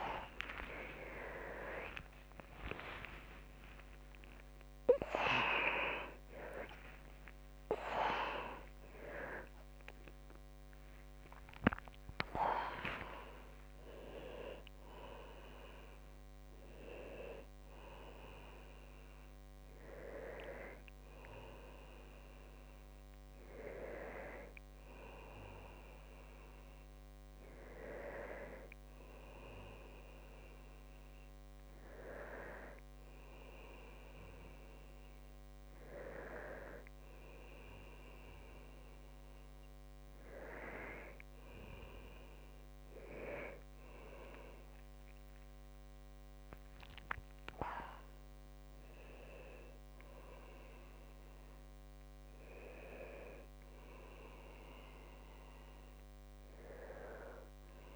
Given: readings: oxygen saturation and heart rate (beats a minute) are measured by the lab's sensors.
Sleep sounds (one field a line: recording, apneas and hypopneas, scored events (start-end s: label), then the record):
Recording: a person partly awake in a sleep study, by a microphone on the trachea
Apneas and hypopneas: none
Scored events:
4.50-6.50 s: long interval between heartbeats (device-marked, heart rate 107 before, 108 extreme)
8.00-10.00 s: long interval between heartbeats (device-marked, heart rate 115 before, 146 extreme)
11.00-13.00 s: long interval between heartbeats (device-marked, heart rate 121 before, 147 extreme)
15.00-17.00 s: long interval between heartbeats (device-marked, heart rate 125 before, 115 extreme)
24.00-54.00 s: new sleep stage, N1 (lightest sleep)
54.00-57.95 s: new sleep stage, N2 (light sleep)
From the record:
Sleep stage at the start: awake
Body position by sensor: on the right side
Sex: male